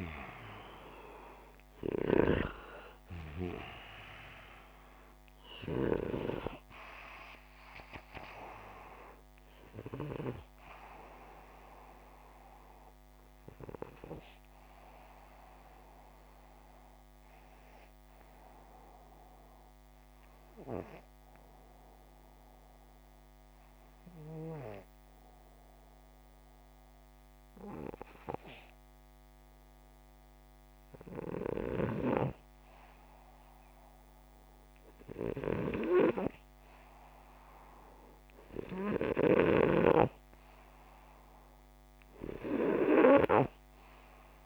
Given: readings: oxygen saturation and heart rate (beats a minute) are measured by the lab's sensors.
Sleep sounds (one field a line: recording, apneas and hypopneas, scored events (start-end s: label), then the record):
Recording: breathing in sleep by a microphone on the trachea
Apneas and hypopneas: 1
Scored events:
13.00-29.00 s: obstructive apnea (oxygen 91% before, 87% lowest, heart rate 69 before, 58 extreme, up 2 after)
31.00-34.50 s: arousal
38.00-44.46 s: oxygen desaturation (device-marked, oxygen 93% before, 87% lowest, heart rate 60 before, 60 extreme)
From the record:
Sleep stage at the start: N1 (lightest sleep)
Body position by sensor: upright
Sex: male